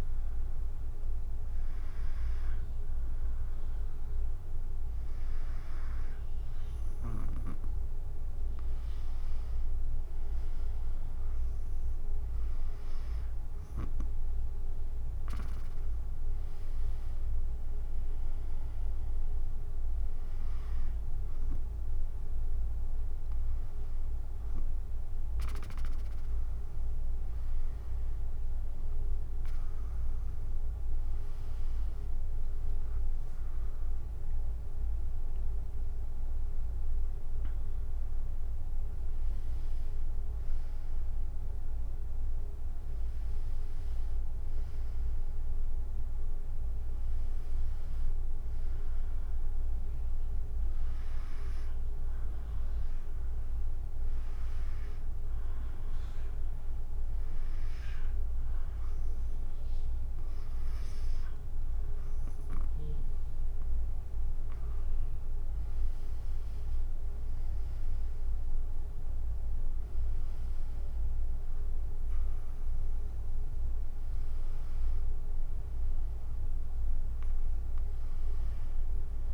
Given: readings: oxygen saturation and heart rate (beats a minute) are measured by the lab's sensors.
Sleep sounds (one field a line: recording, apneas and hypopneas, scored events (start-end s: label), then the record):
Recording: breathing in sleep, hard to hear, by a room microphone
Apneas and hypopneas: none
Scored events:
10.50-20.50 s: drop in pulse transit time (device-marked, heart rate 72 before, 74 extreme)
30.50-41.50 s: drop in pulse transit time (device-marked, heart rate 73 before, 73 extreme)
34.50-38.50 s: arousal
From the record:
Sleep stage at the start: N2 (light sleep)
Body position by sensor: on the back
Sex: female